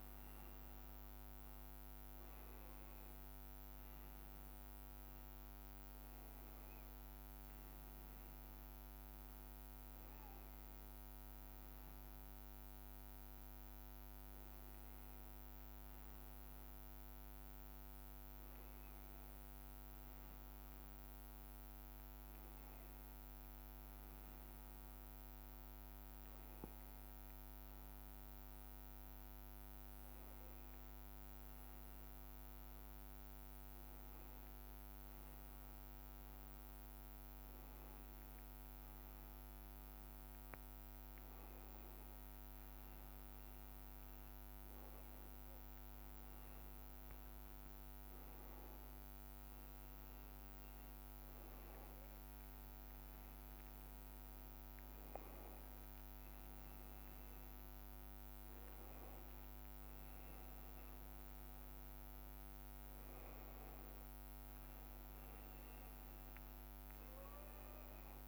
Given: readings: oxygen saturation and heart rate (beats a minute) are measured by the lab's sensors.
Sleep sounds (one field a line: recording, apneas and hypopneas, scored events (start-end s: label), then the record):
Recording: breathing in sleep, hard to hear, by a microphone on the trachea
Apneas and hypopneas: none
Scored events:
4.00-6.00 s: long interval between heartbeats (device-marked, heart rate 100 before, 100 extreme)
11.50-13.50 s: long interval between heartbeats (device-marked, heart rate 100 before, 100 extreme)
35.00-37.00 s: long interval between heartbeats (device-marked, heart rate 100 before, 100 extreme)
43.00-45.00 s: long interval between heartbeats (device-marked, heart rate 102 before, 118 extreme)
50.00-55.00 s: arousal
51.50-53.50 s: long interval between heartbeats (device-marked, heart rate 112 before, 115 extreme)
53.50-55.50 s: long interval between heartbeats (device-marked, heart rate 114 before, 135 extreme)
From the record:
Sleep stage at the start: N2 (light sleep)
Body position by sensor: upright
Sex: male